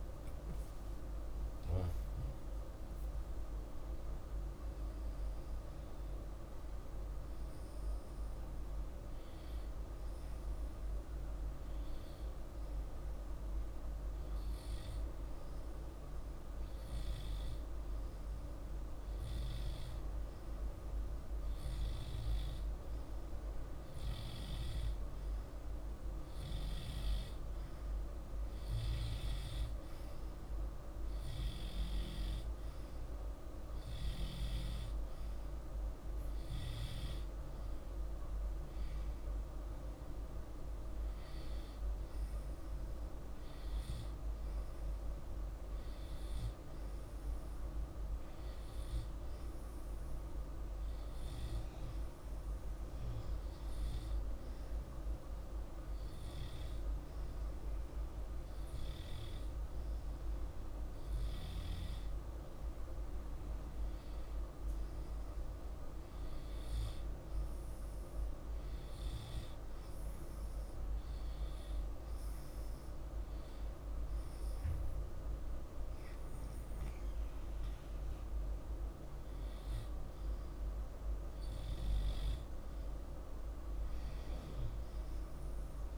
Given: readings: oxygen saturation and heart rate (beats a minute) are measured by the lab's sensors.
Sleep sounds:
breathing in sleep, hard to hear, by a room microphone; 2
0.00-1.50 s: arousal
0.00-4.50 s: oxygen desaturation (device-marked, oxygen 95% lowest, heart rate 46 extreme)
10.00-21.50 s: hypopnea (oxygen 98% before, 95% lowest, heart rate 48 before, 46 extreme, up 0 after)
24.00-28.50 s: arousal
33.50-42.50 s: oxygen desaturation (device-marked, oxygen 98% before, 95% lowest, heart rate 47 before, 45 extreme)
50.50-62.00 s: hypopnea (oxygen 98% before, 95% lowest, heart rate 47 before, 45 extreme, up 2 after)
78.50-83.50 s: oxygen desaturation (device-marked, oxygen 98% before, 95% lowest, heart rate 47 before, 47 extreme)
80.50-85.98 s: new sleep stage, awake
From the record:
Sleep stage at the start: N2 (light sleep); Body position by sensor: on the back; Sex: male

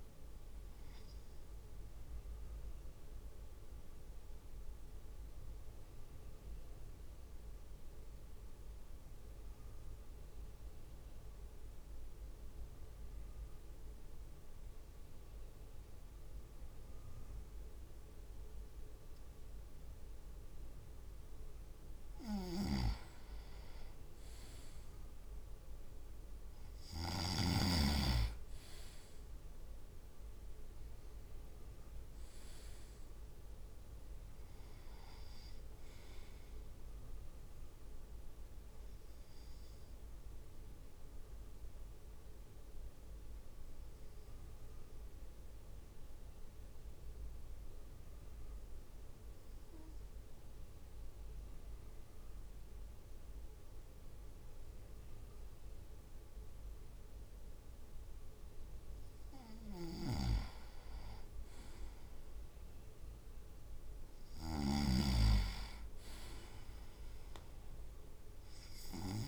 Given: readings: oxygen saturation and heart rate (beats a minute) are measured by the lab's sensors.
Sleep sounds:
breathing in sleep by a room microphone; 2
2.50-21.00 s: mixed apnea (oxygen 99% before, 96% lowest)
27.00-31.50 s: arousal
39.00-57.50 s: obstructive apnea (oxygen 99% before, 96% lowest)
59.50-65.00 s: snoring (device-marked)
61.50-64.50 s: arousal
From the record:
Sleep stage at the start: N2 (light sleep); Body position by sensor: on the right side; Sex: male

